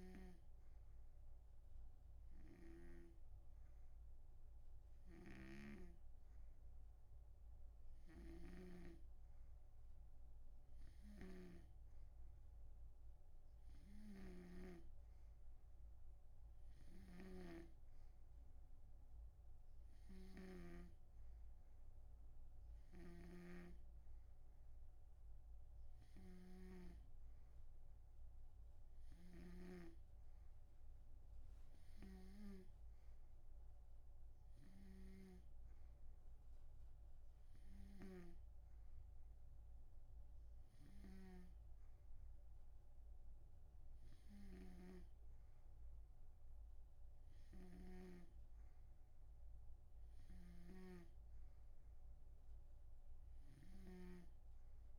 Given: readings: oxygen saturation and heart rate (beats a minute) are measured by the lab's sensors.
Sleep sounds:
breathing in sleep by a room microphone; none
0.00-3.50 s: snoring (device-marked)
5.50-15.00 s: snoring (device-marked)
17.00-21.00 s: snoring (device-marked)
23.00-30.00 s: snoring (device-marked)
38.00-48.50 s: snoring (device-marked)
50.50-54.99 s: snoring (device-marked)
From the record:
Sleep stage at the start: N2 (light sleep); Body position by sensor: on the right side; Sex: male

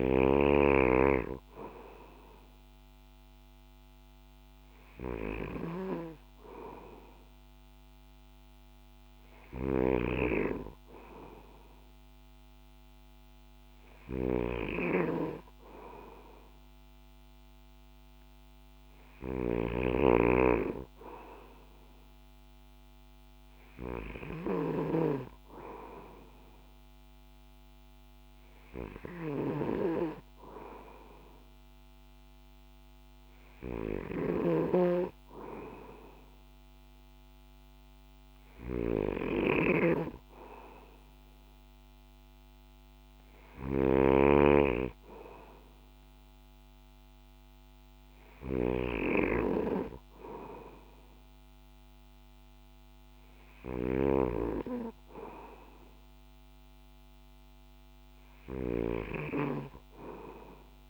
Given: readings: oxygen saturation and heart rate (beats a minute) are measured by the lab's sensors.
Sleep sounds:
breathing in sleep by a microphone on the trachea; none
0.00-54.00 s: snoring (device-marked)
From the record:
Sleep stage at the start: N2 (light sleep); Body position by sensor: on the back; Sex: male

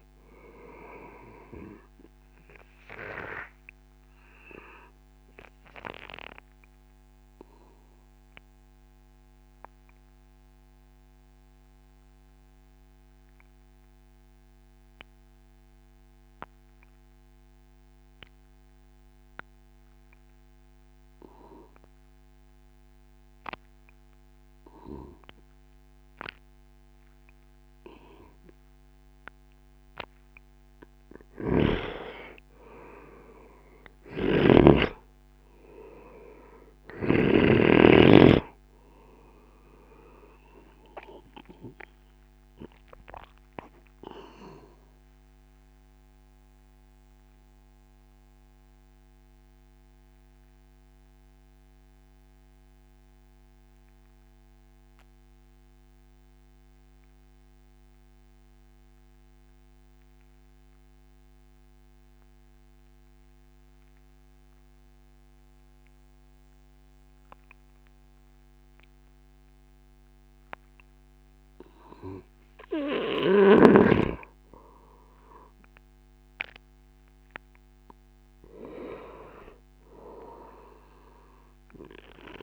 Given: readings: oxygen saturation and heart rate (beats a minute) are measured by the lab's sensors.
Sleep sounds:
breathing in sleep by a microphone on the trachea; 2
0.00-14.50 s: oxygen desaturation (device-marked, oxygen 92% lowest)
3.50-29.50 s: obstructive apnea (oxygen 97% before, 91% lowest, heart rate 69 before, 28 extreme, up 27 after)
31.00-34.50 s: snoring (device-marked)
32.50-35.50 s: arousal
39.50-63.50 s: oxygen desaturation (device-marked, oxygen 96% before, 91% lowest, heart rate 70 before, 47 extreme)
47.00-71.00 s: obstructive apnea (oxygen 96% before, 91% lowest, heart rate 70 before, 47 extreme, up 22 after)
74.50-77.50 s: arousal
79.50-82.43 s: oxygen desaturation (device-marked, oxygen 96% before, 92% lowest, heart rate 61 before, 50 extreme)
From the record:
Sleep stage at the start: N2 (light sleep); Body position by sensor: on the right side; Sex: male

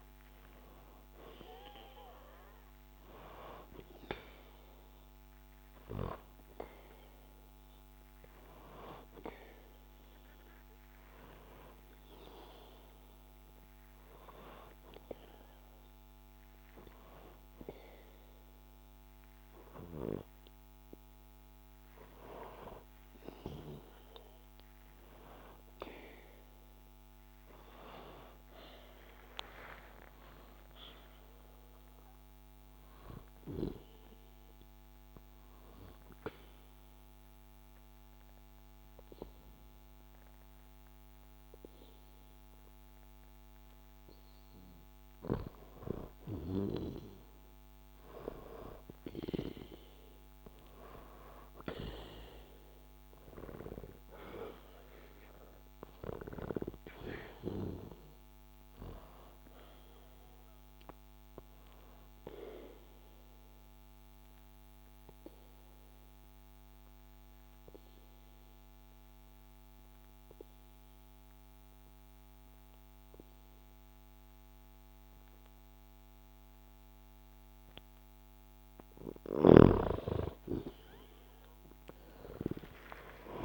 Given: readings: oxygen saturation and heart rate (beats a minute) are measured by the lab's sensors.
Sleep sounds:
breathing in sleep by a microphone on the trachea; 3
0.00-22.50 s: oxygen desaturation (device-marked, oxygen 92% lowest, heart rate 53 extreme)
5.50-21.00 s: hypopnea (oxygen 99% before, 92% lowest, heart rate 63 before, 53 extreme, up 1 after)
25.00-29.50 s: arousal
34.50-45.50 s: obstructive apnea (oxygen 98% before, 92% lowest, heart rate 65 before, 54 extreme, up 13 after)
54.50-59.00 s: arousal
62.50-75.50 s: oxygen desaturation (device-marked, oxygen 95% before, 92% lowest, heart rate 62 before, 61 extreme)
63.00-78.00 s: obstructive apnea (oxygen 97% before, 92% lowest, heart rate 62 before, 61 extreme, up 0 after)
79.50-83.45 s: snoring (device-marked)
81.50-83.45 s: arousal
From the record:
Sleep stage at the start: N2 (light sleep); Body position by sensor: on the back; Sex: male

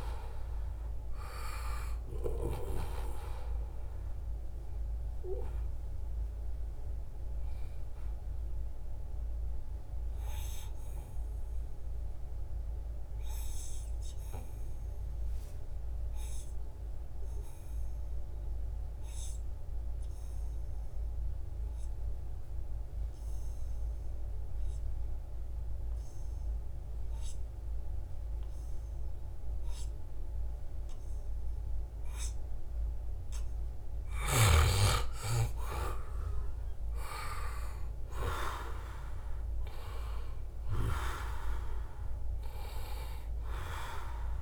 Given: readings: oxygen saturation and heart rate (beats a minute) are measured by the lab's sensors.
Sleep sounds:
breathing in sleep by a room microphone; 1
0.00-20.00 s: oxygen desaturation (device-marked, oxygen 87% lowest, heart rate 68 extreme)
4.00-33.00 s: obstructive apnea (oxygen 97% before, 87% lowest, heart rate 72 before, 72 extreme, up 4 after)
34.00-38.50 s: arousal
36.00-44.42 s: oxygen desaturation (device-marked, oxygen 97% before, 90% lowest, heart rate 75 before, 69 extreme)
From the record:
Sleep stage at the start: N2 (light sleep); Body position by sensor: on the right side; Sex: male

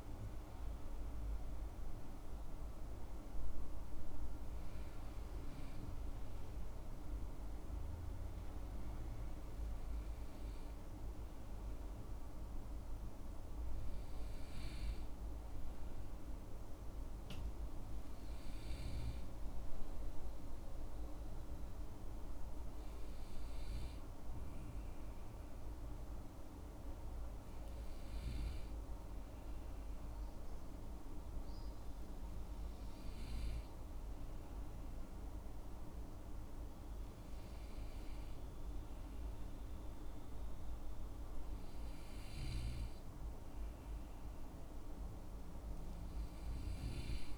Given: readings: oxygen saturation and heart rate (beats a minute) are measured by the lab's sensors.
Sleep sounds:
breathing in sleep, hard to hear, by a room microphone; none
none scored
From the record:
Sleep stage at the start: N2 (light sleep); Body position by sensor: on the right side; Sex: male

